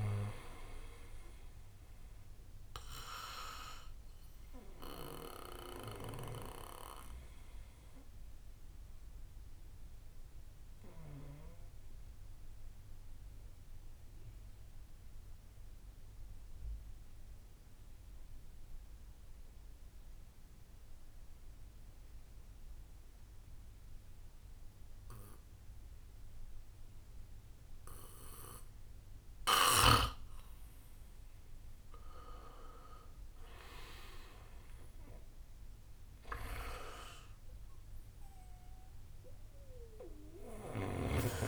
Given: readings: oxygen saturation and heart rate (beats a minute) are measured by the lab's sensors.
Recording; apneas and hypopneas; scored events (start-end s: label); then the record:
breathing in sleep by a room microphone; 1
0.00-2.00 s: oxygen desaturation (device-marked, oxygen 80% lowest, heart rate 57 extreme)
0.00-5.50 s: snoring (device-marked)
1.00-3.00 s: long interval between heartbeats (device-marked, heart rate 75 before, 81 extreme)
7.50-30.50 s: obstructive apnea (oxygen 99% before, 91% lowest, heart rate 73 before, 57 extreme, up 7 after)
15.00-24.00 s: bradycardia (device-marked, heart rate 66 before, 57 extreme)
30.00-41.48 s: oxygen desaturation (device-marked, oxygen 99% before, 91% lowest, heart rate 60 before, 55 extreme)
32.50-37.00 s: arousal
38.00-41.48 s: bradycardia (device-marked, heart rate 65 before, 58 extreme)
From the record:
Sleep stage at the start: N2 (light sleep); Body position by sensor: on the back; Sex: male